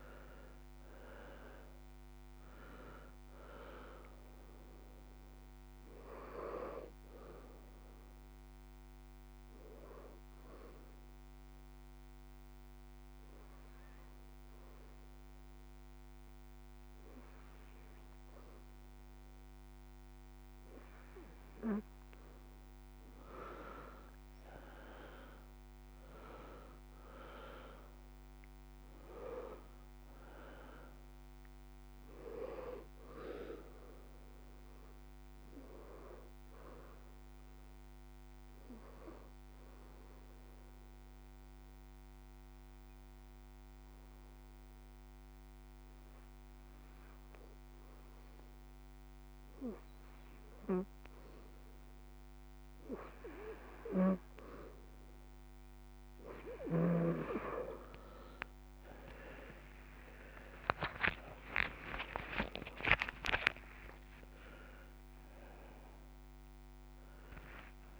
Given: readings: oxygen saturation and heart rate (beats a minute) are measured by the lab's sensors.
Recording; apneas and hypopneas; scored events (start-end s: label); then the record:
breathing in sleep by a microphone on the trachea; 2
0.00-10.00 s: oxygen desaturation (device-marked, oxygen 87% lowest)
10.00-21.00 s: obstructive apnea (oxygen 96% before, 84% lowest)
25.00-28.50 s: arousal
33.00-46.00 s: oxygen desaturation (device-marked, oxygen 95% before, 86% lowest)
35.50-50.00 s: obstructive apnea (oxygen 96% before, 84% lowest)
56.00-61.50 s: snoring (device-marked)
56.00-68.00 s: oxygen desaturation (device-marked, oxygen 97% before, 84% lowest)
60.00-68.00 s: new sleep stage, awake
From the record:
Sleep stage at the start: N2 (light sleep); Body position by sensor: on the left side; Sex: male